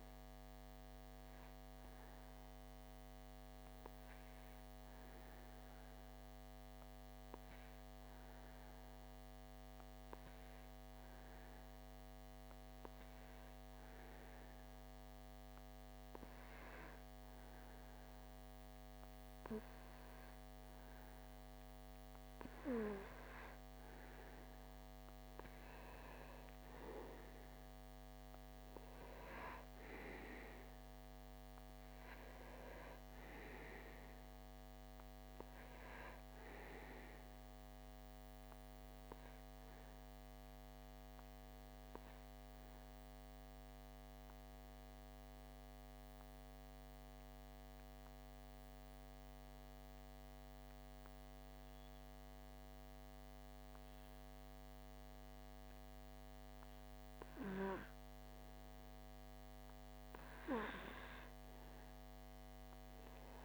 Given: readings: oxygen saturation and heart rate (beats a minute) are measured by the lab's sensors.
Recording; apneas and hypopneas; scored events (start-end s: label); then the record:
breathing in sleep by a microphone on the trachea; 2
0.50-22.00 s: obstructive apnea (oxygen 97% before, 92% lowest)
24.00-27.50 s: arousal
38.00-58.50 s: obstructive apnea (oxygen 95% before, 92% lowest)
62.00-63.45 s: arousal
From the record:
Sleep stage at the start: N2 (light sleep); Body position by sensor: on the back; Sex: male